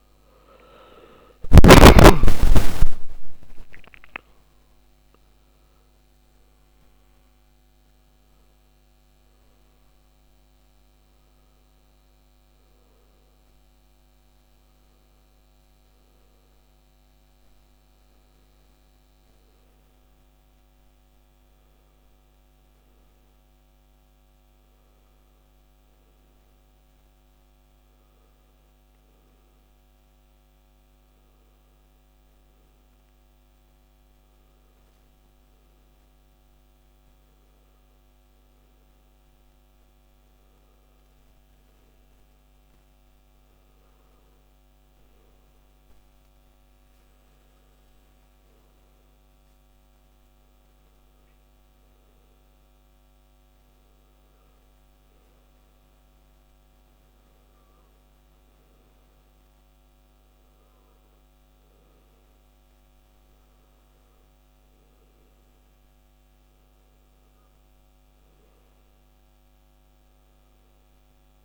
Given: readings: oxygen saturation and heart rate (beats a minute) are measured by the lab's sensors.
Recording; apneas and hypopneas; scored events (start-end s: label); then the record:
breathing in sleep by a microphone on the trachea; 1
0.00-1.50 s: arousal
19.50-49.50 s: obstructive apnea (oxygen 97% before, 91% lowest, heart rate 70 before, 62 extreme, up 0 after)
28.50-43.50 s: oxygen desaturation (device-marked, oxygen 94% before, 91% lowest, heart rate 67 before, 62 extreme)
50.00-53.50 s: arousal
66.50-71.45 s: oxygen desaturation (device-marked, oxygen 98% before, 96% lowest, heart rate 62 before, 53 extreme)
From the record:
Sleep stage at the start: N1 (lightest sleep); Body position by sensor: on the back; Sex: male